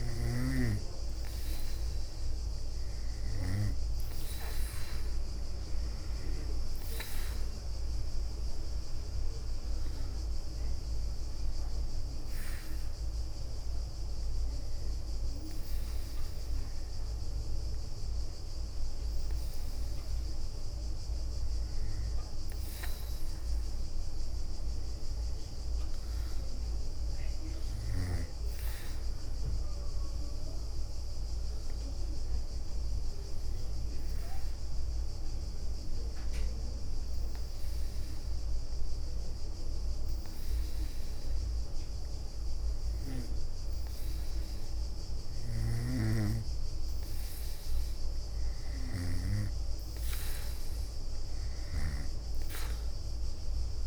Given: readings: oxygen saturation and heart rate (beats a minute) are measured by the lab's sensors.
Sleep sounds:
breathing in sleep by a room microphone; 2
10.00-21.50 s: obstructive apnea (oxygen 95% before, 89% lowest, heart rate 72 before, 65 extreme, up 8 after)
23.50-26.50 s: arousal
31.00-39.50 s: leg movement (device-marked)
34.50-47.50 s: obstructive apnea (oxygen 94% before, 89% lowest, heart rate 70 before, 65 extreme, up 11 after)
50.00-53.50 s: arousal
52.50-53.87 s: oxygen desaturation (device-marked, oxygen 94% before, 89% lowest, heart rate 68 before, 61 extreme)
From the record:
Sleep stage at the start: N2 (light sleep); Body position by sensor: on the back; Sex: female

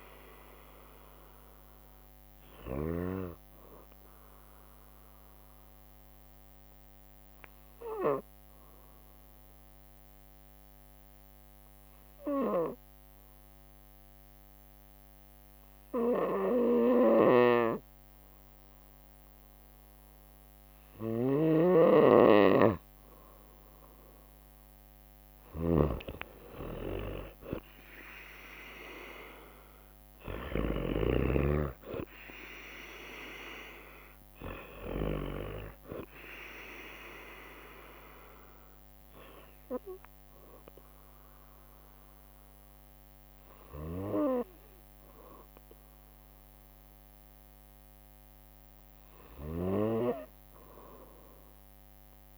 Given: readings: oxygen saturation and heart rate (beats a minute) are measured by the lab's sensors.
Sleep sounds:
breathing in sleep by a microphone on the trachea; 1
0.00-2.50 s: snoring (device-marked)
0.00-10.50 s: oxygen desaturation (device-marked, oxygen 91% lowest, heart rate 53 extreme)
0.00-13.50 s: bradycardia (device-marked, heart rate 58 extreme)
0.50-24.00 s: obstructive apnea (oxygen 97% before, 91% lowest, heart rate 60 before, 53 extreme, up 6 after)
14.50-28.50 s: bradycardia (device-marked, heart rate 62 before, 53 extreme)
16.50-30.50 s: snoring (device-marked)
25.50-38.50 s: drop in pulse transit time (device-marked, heart rate 58 before, 53 extreme)
25.50-49.50 s: oxygen desaturation (device-marked, oxygen 97% before, 92% lowest, heart rate 58 before, 58 extreme)
26.00-30.00 s: arousal
29.50-31.50 s: bradycardia (device-marked, heart rate 62 before, 57 extreme)
33.50-37.50 s: bradycardia (device-marked, heart rate 62 before, 59 extreme)
44.50-52.38 s: bradycardia (device-marked, heart rate 62 before, 58 extreme)
49.00-52.38 s: snoring (device-marked)
From the record:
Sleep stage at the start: N2 (light sleep); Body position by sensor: on the right side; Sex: female

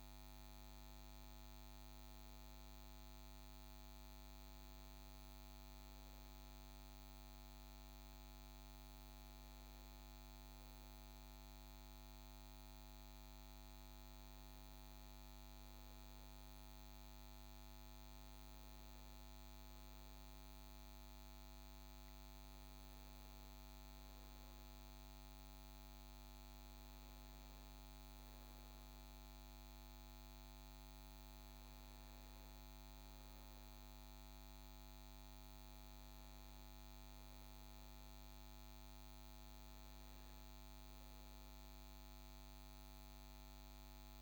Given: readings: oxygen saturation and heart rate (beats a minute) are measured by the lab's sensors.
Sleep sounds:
breathing in sleep, hard to hear, by a microphone on the trachea; none
none scored
From the record:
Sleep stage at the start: N2 (light sleep); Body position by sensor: on the right side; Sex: male

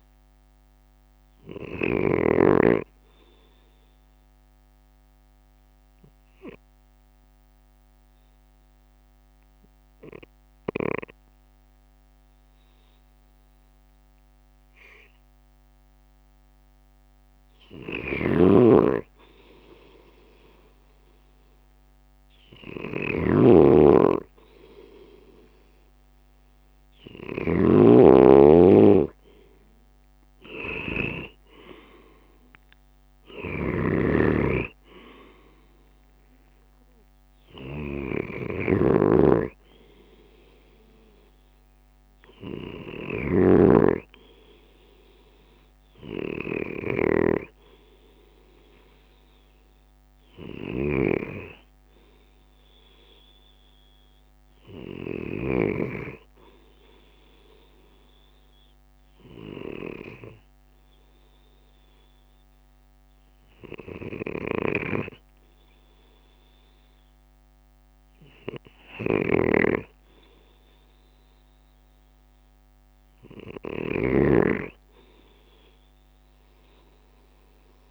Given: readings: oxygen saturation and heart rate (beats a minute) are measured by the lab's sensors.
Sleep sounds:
breathing in sleep by a microphone on the trachea; 2
3.00-16.50 s: obstructive apnea (oxygen 94% before, 91% lowest, heart rate 57 before, 52 extreme, up 5 after)
19.00-23.50 s: arousal
23.00-28.00 s: snoring (device-marked)
25.00-42.00 s: drop in pulse transit time (device-marked, heart rate 55 before, 56 extreme)
52.00-68.00 s: oxygen desaturation (device-marked, oxygen 94% before, 91% lowest, heart rate 57 before, 54 extreme)
55.50-69.50 s: obstructive apnea (oxygen 94% before, 91% lowest, heart rate 57 before, 54 extreme, up 5 after)
71.00-76.00 s: arousal
73.00-77.91 s: drop in pulse transit time (device-marked, heart rate 56 before, 54 extreme)
From the record:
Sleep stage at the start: N2 (light sleep); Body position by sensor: on the left side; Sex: male

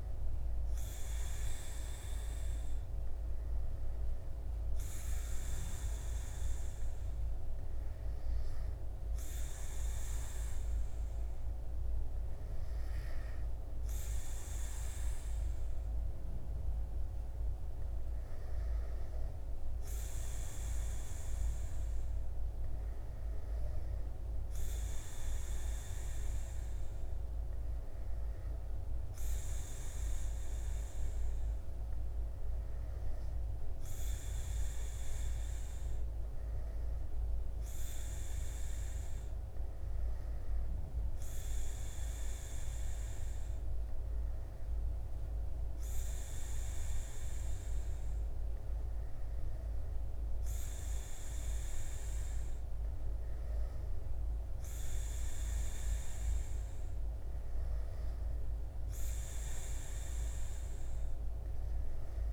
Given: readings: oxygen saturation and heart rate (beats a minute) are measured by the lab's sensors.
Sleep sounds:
breathing in sleep, hard to hear, by a room microphone; none
none scored
From the record:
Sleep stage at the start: N2 (light sleep); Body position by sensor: on the back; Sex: male

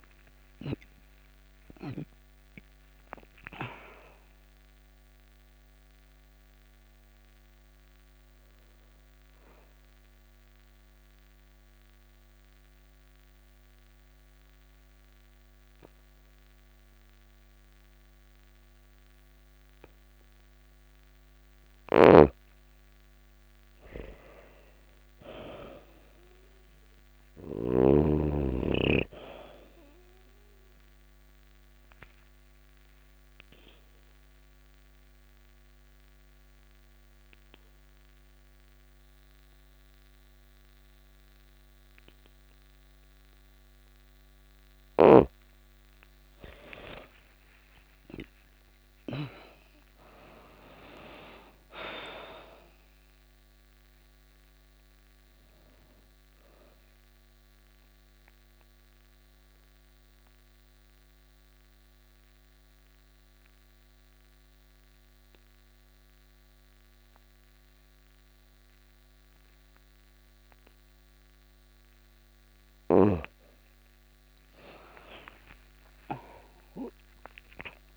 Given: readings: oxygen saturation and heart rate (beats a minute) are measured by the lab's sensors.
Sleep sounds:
breathing in sleep by a microphone on the trachea; 3
0.00-1.50 s: arousal
0.00-14.50 s: oxygen desaturation (device-marked, oxygen 87% lowest, heart rate 85 extreme)
5.50-21.50 s: obstructive apnea (oxygen 99% before, 87% lowest, heart rate 93 before, 84 extreme, up 3 after)
21.00-27.00 s: snoring (device-marked)
21.50-40.50 s: oxygen desaturation (device-marked, oxygen 99% before, 87% lowest, heart rate 92 before, 83 extreme)
23.00-26.50 s: arousal
30.50-44.00 s: obstructive apnea (oxygen 99% before, 87% lowest, heart rate 86 before, 83 extreme, up 26 after)
44.00-48.50 s: snoring (device-marked)
45.50-48.50 s: arousal
52.50-69.50 s: oxygen desaturation (device-marked, oxygen 98% before, 89% lowest, heart rate 93 before, 83 extreme)
55.00-72.50 s: mixed apnea (oxygen 98% before, 88% lowest, heart rate 93 before, 83 extreme, up 17 after)
74.00-77.50 s: arousal
From the record:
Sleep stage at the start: N2 (light sleep); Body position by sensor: on the back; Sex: female

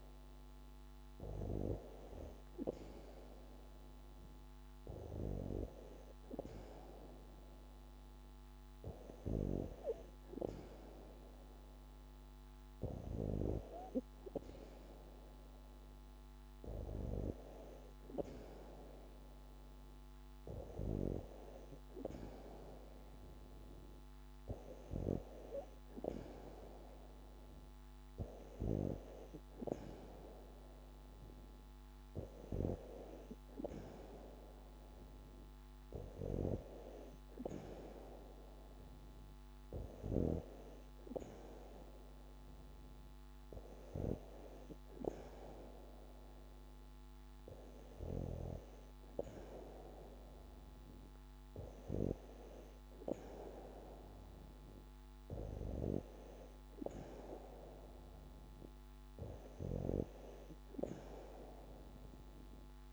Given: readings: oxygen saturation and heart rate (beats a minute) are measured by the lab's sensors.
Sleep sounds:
breathing in sleep by a microphone on the trachea; none
none scored
From the record:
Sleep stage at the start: N2 (light sleep); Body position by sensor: on the back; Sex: female

